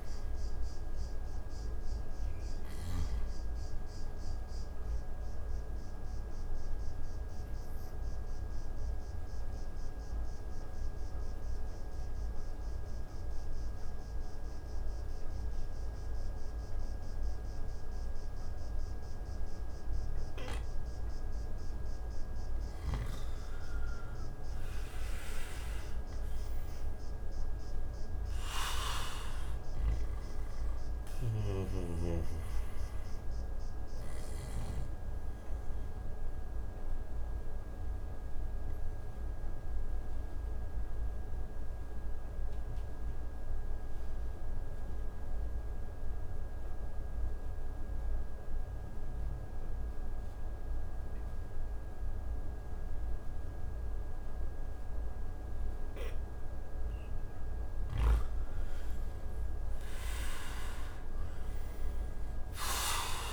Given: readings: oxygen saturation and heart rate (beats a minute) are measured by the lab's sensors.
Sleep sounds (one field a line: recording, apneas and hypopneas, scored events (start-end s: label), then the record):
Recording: breathing in sleep by a room microphone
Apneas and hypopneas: 2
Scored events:
0.00-15.50 s: oxygen desaturation (device-marked, oxygen 86% lowest)
5.50-21.50 s: obstructive apnea (oxygen 95% before, 86% lowest)
24.00-28.00 s: arousal
30.50-49.50 s: oxygen desaturation (device-marked, oxygen 97% before, 88% lowest)
35.50-57.00 s: obstructive apnea (oxygen 97% before, 86% lowest)
59.00-62.50 s: arousal
60.50-63.33 s: oxygen desaturation (device-marked, oxygen 97% before, 86% lowest)
From the record:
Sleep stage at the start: N2 (light sleep)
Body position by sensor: on the back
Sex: male